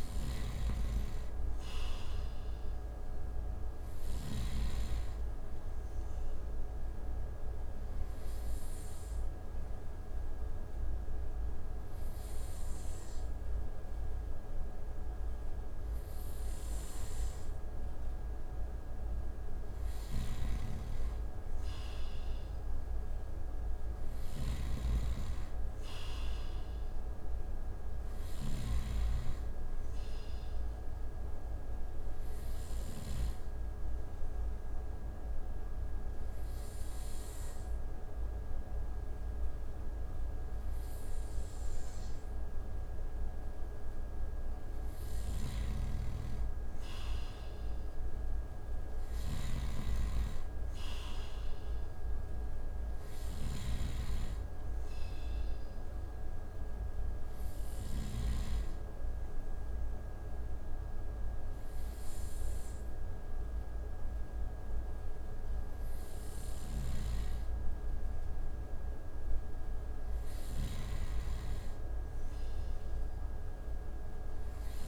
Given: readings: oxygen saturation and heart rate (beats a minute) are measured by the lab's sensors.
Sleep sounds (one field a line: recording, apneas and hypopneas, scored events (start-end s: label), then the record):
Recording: breathing in sleep, hard to hear, by a room microphone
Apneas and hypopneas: 3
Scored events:
0.00-4.00 s: snoring (device-marked)
2.50-21.50 s: oxygen desaturation (device-marked, oxygen 95% before, 91% lowest)
5.00-18.00 s: obstructive apnea (oxygen 95% before, 90% lowest)
19.50-32.50 s: snoring (device-marked)
20.00-24.50 s: arousal
28.50-44.50 s: oxygen desaturation (device-marked, oxygen 94% before, 90% lowest)
30.50-43.00 s: obstructive apnea (oxygen 95% before, 90% lowest)
44.50-57.50 s: snoring (device-marked)
45.00-48.50 s: arousal
55.00-69.00 s: obstructive apnea (oxygen 95% before, 91% lowest)
55.50-70.50 s: oxygen desaturation (device-marked, oxygen 95% before, 91% lowest)
71.00-74.88 s: arousal
From the record:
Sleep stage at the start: N2 (light sleep)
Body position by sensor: on the right side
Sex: male